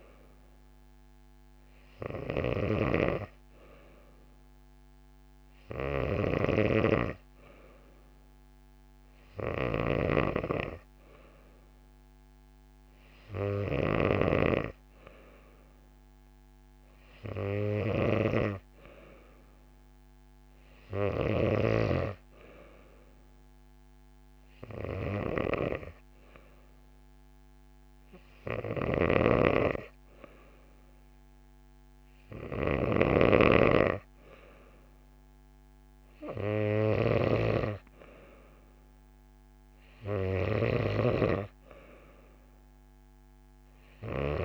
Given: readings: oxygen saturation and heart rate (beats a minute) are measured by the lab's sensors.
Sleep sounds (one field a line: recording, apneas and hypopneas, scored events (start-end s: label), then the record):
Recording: breathing in sleep by a microphone on the trachea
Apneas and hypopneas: none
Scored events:
0.00-21.50 s: snoring (device-marked)
28.50-44.45 s: snoring (device-marked)
34.50-44.45 s: bradycardia (device-marked)
From the record:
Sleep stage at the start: N2 (light sleep)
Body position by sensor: on the back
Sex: female